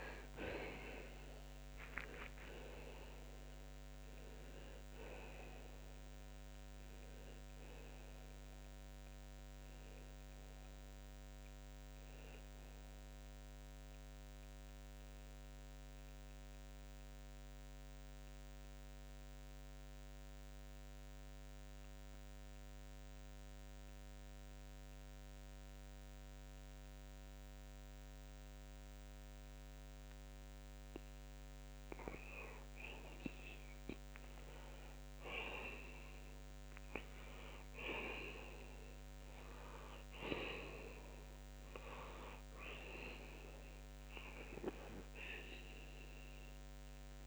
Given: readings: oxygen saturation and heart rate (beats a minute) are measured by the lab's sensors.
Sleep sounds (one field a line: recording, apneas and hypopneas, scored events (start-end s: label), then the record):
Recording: breathing in sleep by a microphone on the trachea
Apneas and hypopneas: 1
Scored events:
16.50-31.50 s: mixed apnea (oxygen 93% before, 82% lowest, heart rate 106 before, 74 extreme, up 14 after)
23.50-39.50 s: oxygen desaturation (device-marked, oxygen 93% before, 82% lowest, heart rate 67 before, 74 extreme)
38.50-44.00 s: arousal
From the record:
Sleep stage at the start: N2 (light sleep)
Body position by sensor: on the left side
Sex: male